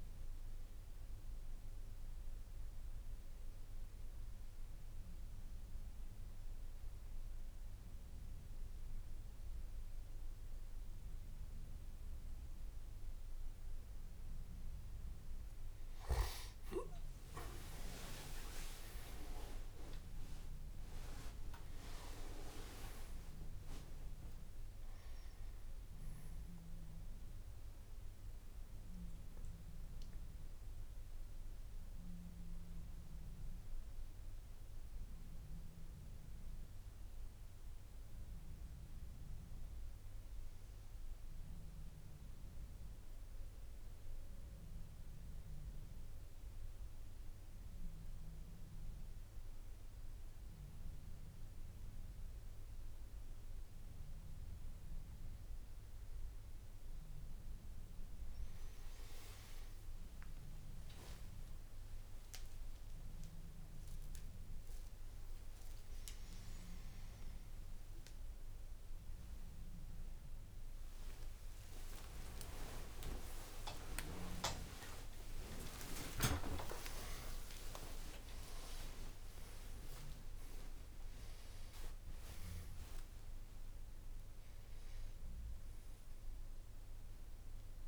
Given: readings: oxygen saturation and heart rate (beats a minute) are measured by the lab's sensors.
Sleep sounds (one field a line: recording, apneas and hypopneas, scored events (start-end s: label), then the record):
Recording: breathing in sleep by a room microphone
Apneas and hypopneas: none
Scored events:
21.00-87.88 s: new sleep stage, N2 (light sleep)
61.50-63.50 s: long interval between heartbeats (device-marked, heart rate 60 before, 75 extreme)
71.50-73.50 s: long interval between heartbeats (device-marked, heart rate 72 before, 75 extreme)
73.50-75.50 s: long interval between heartbeats (device-marked, heart rate 74 before, 81 extreme)
74.00-80.00 s: tachycardia (device-marked, heart rate 61 before, 130 extreme)
76.00-78.00 s: long interval between heartbeats (device-marked, heart rate 78 before, 99 extreme)
78.00-80.00 s: long interval between heartbeats (device-marked, heart rate 82 before, 116 extreme)
From the record:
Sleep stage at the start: N1 (lightest sleep)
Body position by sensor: on the back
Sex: male